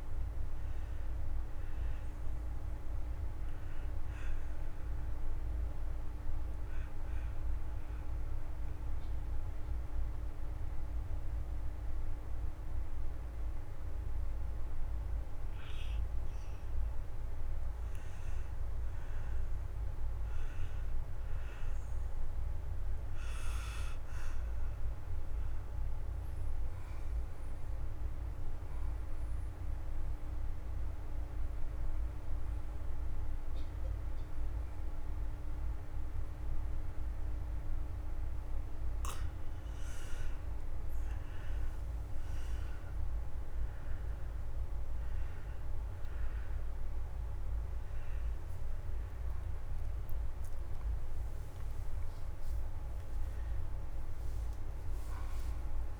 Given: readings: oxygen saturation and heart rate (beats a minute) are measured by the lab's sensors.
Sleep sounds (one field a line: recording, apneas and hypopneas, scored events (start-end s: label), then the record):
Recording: breathing in sleep, hard to hear, by a room microphone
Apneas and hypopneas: 2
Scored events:
0.00-17.00 s: oxygen desaturation (device-marked, oxygen 84% lowest, heart rate 81 extreme)
3.50-17.50 s: obstructive apnea (oxygen 97% before, 84% lowest, heart rate 94 before, 81 extreme, up 11 after)
19.00-22.50 s: arousal
25.00-38.50 s: obstructive apnea (oxygen 97% before, 85% lowest, heart rate 133 before, 55 extreme, up 25 after)
27.00-39.00 s: oxygen desaturation (device-marked, oxygen 97% before, 87% lowest, heart rate 132 before, 55 extreme)
40.00-44.00 s: arousal
47.00-56.00 s: oxygen desaturation (device-marked, oxygen 96% before, 85% lowest, heart rate 112 before, 44 extreme)
From the record:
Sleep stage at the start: N2 (light sleep)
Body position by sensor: on the back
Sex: male